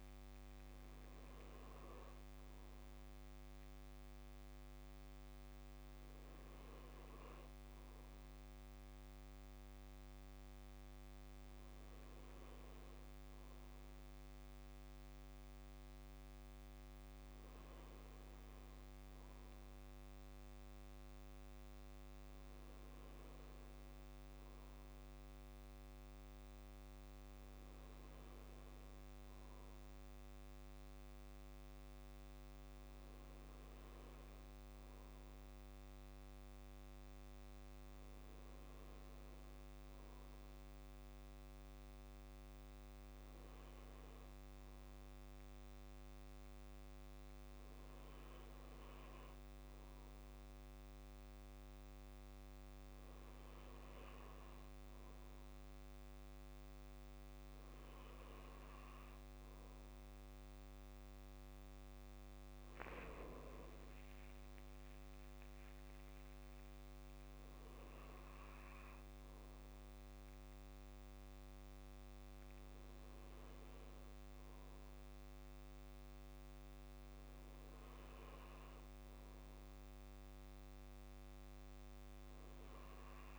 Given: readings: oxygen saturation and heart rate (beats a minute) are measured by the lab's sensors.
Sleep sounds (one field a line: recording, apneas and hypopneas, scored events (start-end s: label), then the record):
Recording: breathing in sleep, hard to hear, by a microphone on the trachea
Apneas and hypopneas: none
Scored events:
63.50-65.50 s: long interval between heartbeats (device-marked, heart rate 63 before, 77 extreme)
64.00-68.00 s: arousal
From the record:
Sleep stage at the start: N2 (light sleep)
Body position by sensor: on the back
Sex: male